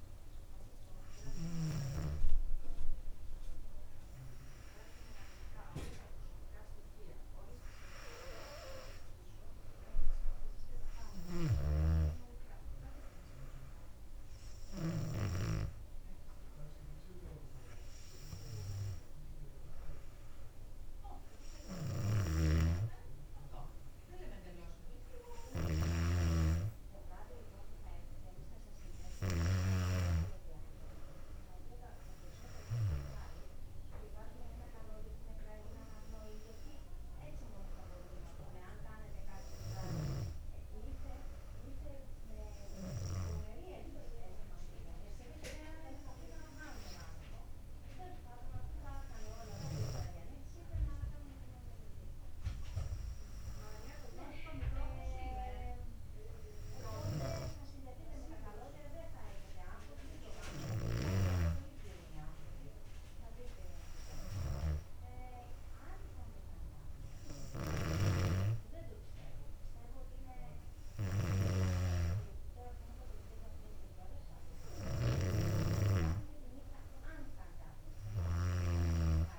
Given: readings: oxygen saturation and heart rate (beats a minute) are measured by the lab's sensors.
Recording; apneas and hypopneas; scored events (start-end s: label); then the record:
breathing in sleep by a room microphone; none
0.00-2.00 s: snoring (device-marked)
11.50-15.50 s: snoring (device-marked)
22.50-30.00 s: snoring (device-marked)
68.00-79.00 s: snoring (device-marked)
From the record:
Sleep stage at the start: N2 (light sleep); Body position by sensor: on the back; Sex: female